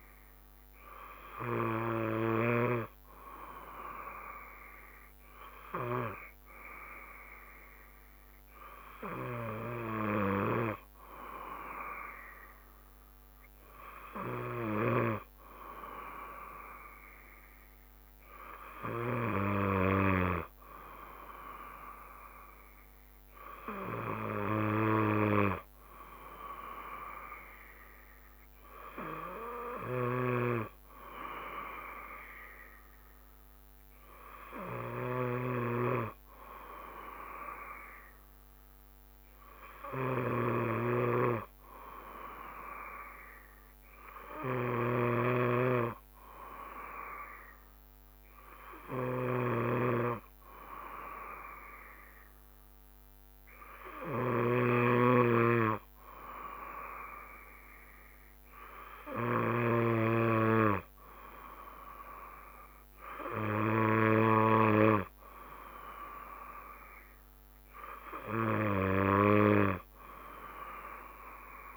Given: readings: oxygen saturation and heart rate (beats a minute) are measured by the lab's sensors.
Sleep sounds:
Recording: breathing in sleep by a microphone on the trachea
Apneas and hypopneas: none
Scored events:
0.00-3.00 s: snoring (device-marked)
40.50-60.00 s: snoring (device-marked)
From the record:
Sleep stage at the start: N2 (light sleep)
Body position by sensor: on the back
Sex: male

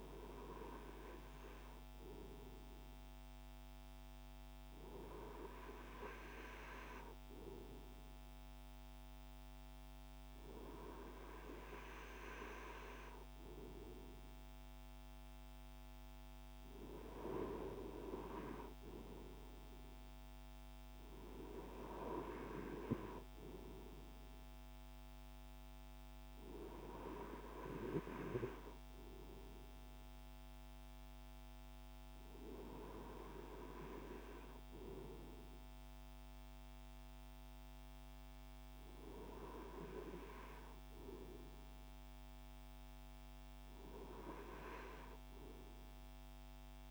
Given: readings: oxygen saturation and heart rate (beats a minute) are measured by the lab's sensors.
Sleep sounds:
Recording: breathing in sleep by a microphone on the trachea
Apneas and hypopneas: none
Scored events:
none scored
From the record:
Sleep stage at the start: N2 (light sleep)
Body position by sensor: on the right side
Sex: male

